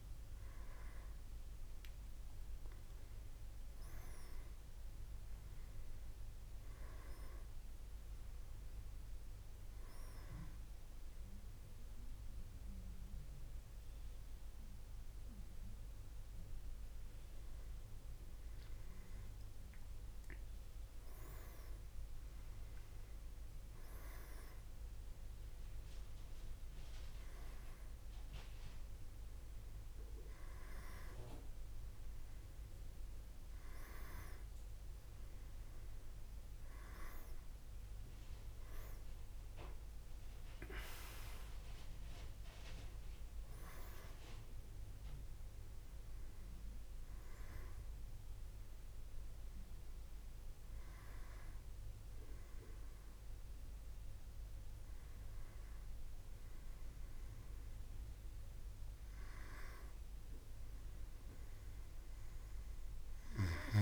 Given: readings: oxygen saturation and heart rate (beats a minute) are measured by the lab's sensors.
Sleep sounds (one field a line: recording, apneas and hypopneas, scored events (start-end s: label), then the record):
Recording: breathing in sleep by a room microphone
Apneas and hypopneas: none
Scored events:
none scored
From the record:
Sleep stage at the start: N1 (lightest sleep)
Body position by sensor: on the back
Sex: male